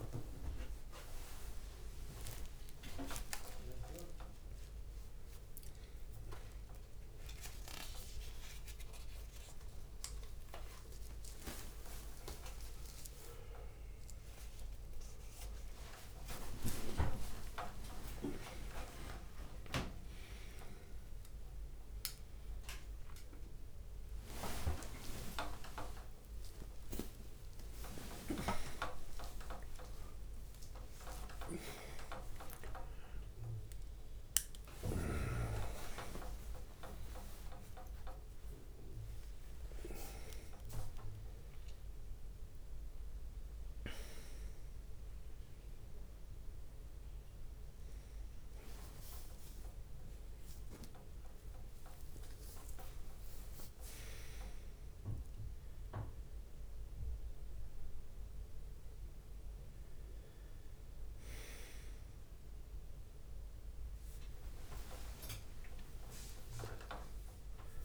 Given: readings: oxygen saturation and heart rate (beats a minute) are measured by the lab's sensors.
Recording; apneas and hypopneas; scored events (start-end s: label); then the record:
a person awake in a sleep study, by a room microphone; none
0.00-21.00 s: tachycardia (device-marked, heart rate 194 extreme)
2.50-4.50 s: long interval between heartbeats (device-marked, heart rate 72 before, 136 extreme)
5.00-7.00 s: long interval between heartbeats (device-marked, heart rate 84 before, 186 extreme)
8.00-10.00 s: drop in pulse transit time (device-marked, heart rate 102 before, 172 extreme)
10.00-12.00 s: long interval between heartbeats (device-marked, heart rate 112 before, 174 extreme)
12.00-13.00 s: drop in pulse transit time (device-marked, heart rate 123 before, 169 extreme)
14.00-16.00 s: long interval between heartbeats (device-marked, heart rate 134 before, 194 extreme)
16.00-18.00 s: long interval between heartbeats (device-marked, heart rate 147 before, 178 extreme)
18.00 s: drop in pulse transit time (device-marked)
18.50-20.50 s: long interval between heartbeats (device-marked, heart rate 159 before, 182 extreme)
20.00-30.00 s: drop in pulse transit time (device-marked, heart rate 169 before, 80 extreme)
22.00-24.00 s: long interval between heartbeats (device-marked, heart rate 170 before, 115 extreme)
23.00-26.00 s: tachycardia (device-marked, heart rate 77 before, 115 extreme)
25.00-27.00 s: long interval between heartbeats (device-marked, heart rate 165 before, 97 extreme)
27.50-29.50 s: long interval between heartbeats (device-marked, heart rate 157 before, 116 extreme)
28.00-43.00 s: bradycardia (device-marked)
31.50-33.50 s: long interval between heartbeats (device-marked, heart rate 142 before, 59 extreme)
40.00-42.00 s: long interval between heartbeats (device-marked)
41.00-44.00 s: leg movement (device-marked)
47.00-55.00 s: tachycardia (device-marked, heart rate 77 before, 150 extreme)
47.00-57.00 s: drop in pulse transit time (device-marked, heart rate 56 before, 73 extreme)
49.00-56.00 s: leg movement (device-marked)
50.50-52.50 s: long interval between heartbeats (device-marked, heart rate 51 before, 101 extreme)
52.50-54.50 s: long interval between heartbeats (device-marked, heart rate 56 before, 141 extreme)
64.00-67.85 s: leg movement (device-marked)
From the record:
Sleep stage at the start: awake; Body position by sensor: on the right side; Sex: male